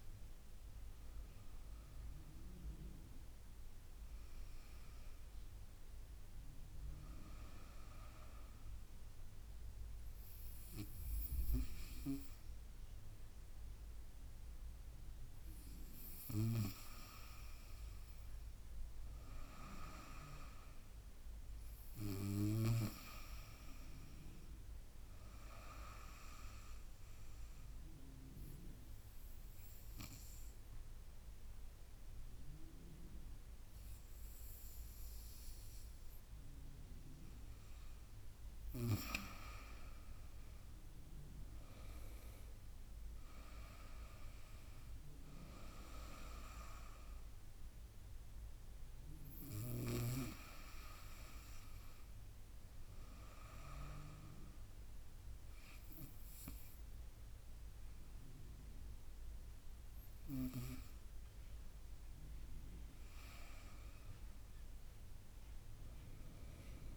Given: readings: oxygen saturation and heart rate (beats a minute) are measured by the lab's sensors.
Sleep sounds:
breathing in sleep by a room microphone; 1
25.50-38.00 s: obstructive apnea (oxygen 97% before, 92% lowest, heart rate 78 before, 75 extreme, up 10 after)
39.00-51.00 s: drop in pulse transit time (device-marked, heart rate 79 before, 76 extreme)
39.50-43.00 s: arousal
47.00-57.00 s: oxygen desaturation (device-marked, oxygen 96% before, 92% lowest, heart rate 79 before, 76 extreme)
64.00-66.97 s: drop in pulse transit time (device-marked, heart rate 79 before, 79 extreme)
From the record:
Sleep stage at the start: N2 (light sleep); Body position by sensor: on the right side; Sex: female

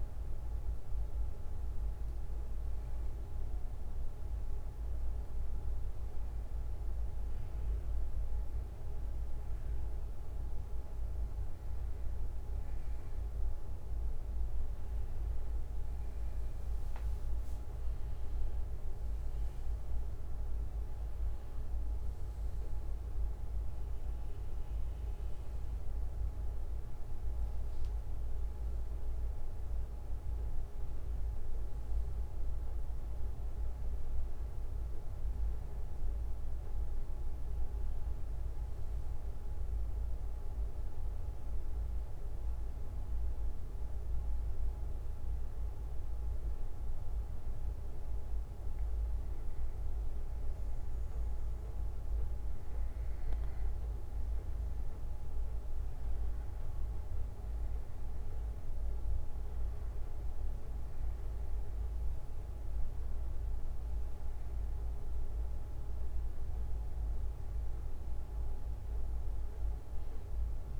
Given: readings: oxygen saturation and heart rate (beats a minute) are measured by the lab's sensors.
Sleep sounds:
breathing in sleep, hard to hear, by a room microphone; none
38.00-45.00 s: bradycardia (device-marked, heart rate 64 before, 57 extreme)
46.00-49.00 s: bradycardia (device-marked, heart rate 64 before, 56 extreme)
From the record:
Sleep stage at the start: N1 (lightest sleep); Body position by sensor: on the back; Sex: male

